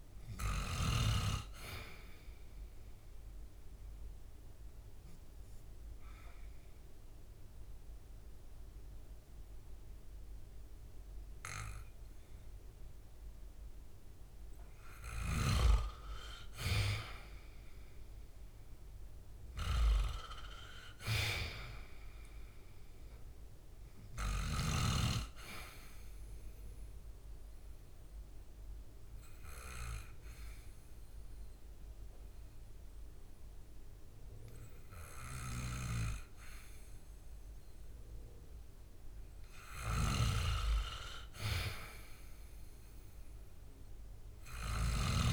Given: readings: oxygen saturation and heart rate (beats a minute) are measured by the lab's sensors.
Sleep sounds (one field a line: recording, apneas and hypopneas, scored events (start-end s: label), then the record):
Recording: breathing in sleep by a room microphone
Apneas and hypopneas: 2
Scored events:
2.00-14.00 s: obstructive apnea (oxygen 99% before, 92% lowest, heart rate 66 before, 64 extreme, up 1 after)
7.50-20.50 s: oxygen desaturation (device-marked, oxygen 98% before, 92% lowest, heart rate 67 before, 64 extreme)
19.50-23.50 s: arousal
26.50-39.50 s: obstructive apnea (oxygen 98% before, 92% lowest, heart rate 65 before, 65 extreme, up 3 after)
34.50-44.50 s: oxygen desaturation (device-marked, oxygen 97% before, 92% lowest, heart rate 66 before, 65 extreme)
From the record:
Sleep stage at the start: N2 (light sleep)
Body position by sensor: on the back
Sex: male